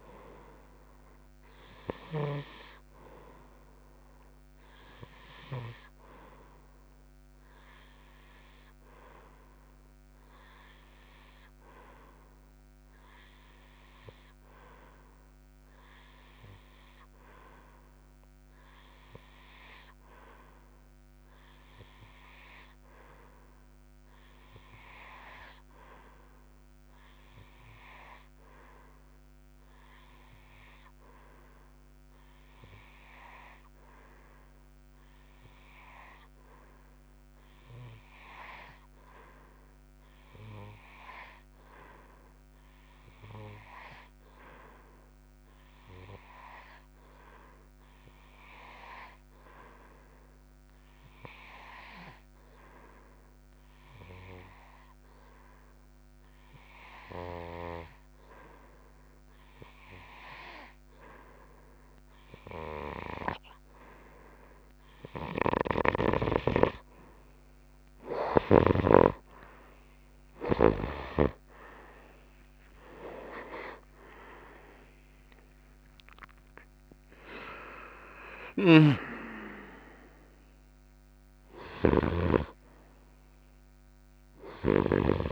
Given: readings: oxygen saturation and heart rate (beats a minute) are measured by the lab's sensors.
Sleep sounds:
breathing in sleep by a microphone on the trachea; 1
9.50-64.50 s: obstructive apnea (oxygen 92% before, 87% lowest)
64.00-85.32 s: oxygen desaturation (device-marked, oxygen 93% before, 89% lowest)
69.00-74.50 s: arousal
78.50-85.32 s: snoring (device-marked)
From the record:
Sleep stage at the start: REM sleep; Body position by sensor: on the right side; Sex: male

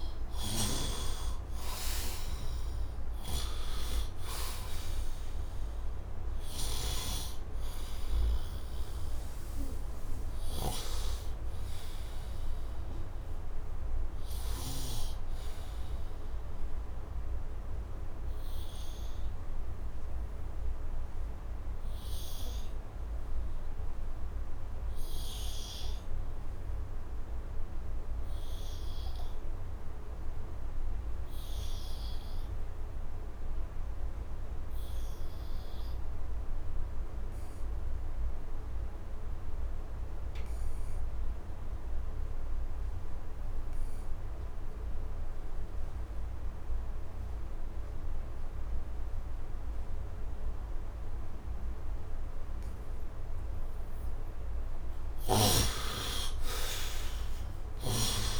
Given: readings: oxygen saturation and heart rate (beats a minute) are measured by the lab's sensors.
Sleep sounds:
breathing in sleep by a room microphone; 1
0.00-26.50 s: oxygen desaturation (device-marked, oxygen 64% lowest, heart rate 73 extreme)
16.50-54.00 s: obstructive apnea (oxygen 83% before, 64% lowest, heart rate 79 before, 71 extreme, up 8 after)
34.50-58.40 s: oxygen desaturation (device-marked, oxygen 100% before, 67% lowest, heart rate 79 before, 71 extreme)
56.50-58.40 s: arousal
From the record:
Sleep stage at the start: N2 (light sleep); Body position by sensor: on the right side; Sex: male

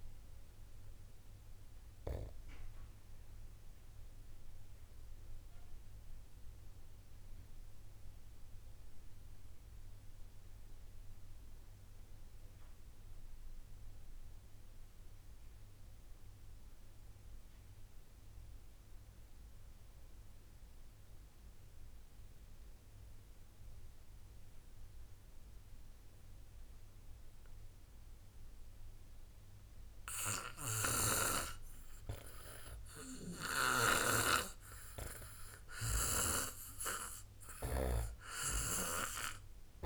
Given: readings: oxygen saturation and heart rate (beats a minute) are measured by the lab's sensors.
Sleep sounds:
breathing in sleep by a room microphone; 1
0.00-13.00 s: oxygen desaturation (device-marked, oxygen 85% lowest)
0.50-32.50 s: obstructive apnea (oxygen 92% before, 83% lowest, heart rate 44 before, 44 extreme, up 9 after)
34.00-37.50 s: arousal
From the record:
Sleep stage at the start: REM sleep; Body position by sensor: on the back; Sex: male

